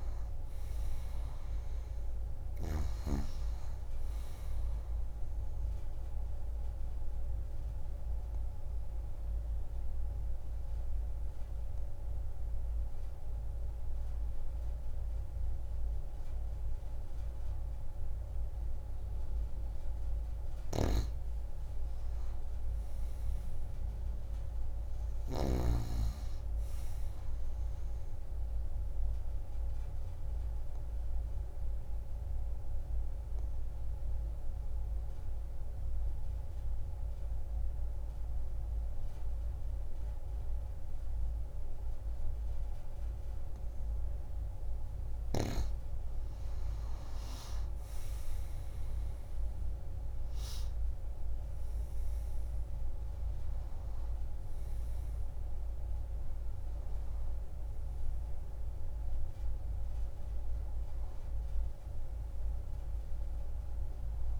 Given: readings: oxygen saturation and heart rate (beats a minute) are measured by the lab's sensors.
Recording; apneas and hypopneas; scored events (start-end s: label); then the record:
breathing in sleep, hard to hear, by a room microphone; 2
3.00-22.00 s: oxygen desaturation (device-marked, oxygen 97% before, 90% lowest)
6.00-19.50 s: obstructive apnea (oxygen 97% before, 90% lowest)
22.50-26.00 s: arousal
29.00-44.00 s: obstructive apnea (oxygen 97% before, 91% lowest)
48.00-52.00 s: arousal
50.00-64.40 s: oxygen desaturation (device-marked, oxygen 96% before, 91% lowest)
From the record:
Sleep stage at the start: N2 (light sleep); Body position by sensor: on the back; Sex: female